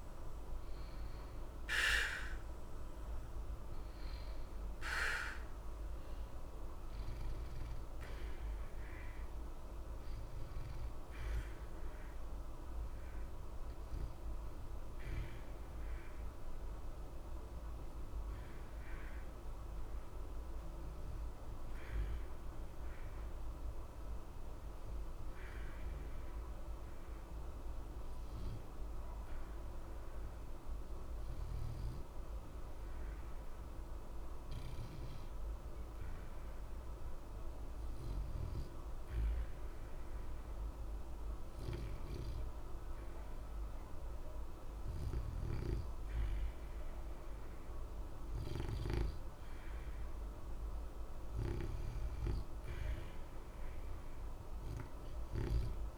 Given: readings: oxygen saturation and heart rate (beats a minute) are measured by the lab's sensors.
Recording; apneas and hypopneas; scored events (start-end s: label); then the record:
breathing in sleep, hard to hear, by a room microphone; 1
1.50-27.50 s: oxygen desaturation (device-marked, oxygen 88% before, 83% lowest, heart rate 61 before, 60 extreme)
19.50-23.50 s: arousal
26.00-45.00 s: obstructive apnea (oxygen 90% before, 86% lowest, heart rate 61 before, 60 extreme, up 2 after)
47.00-51.00 s: arousal
51.50-55.97 s: oxygen desaturation (device-marked, oxygen 93% before, 87% lowest, heart rate 61 before, 60 extreme)
From the record:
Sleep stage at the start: REM sleep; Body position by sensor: on the back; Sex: male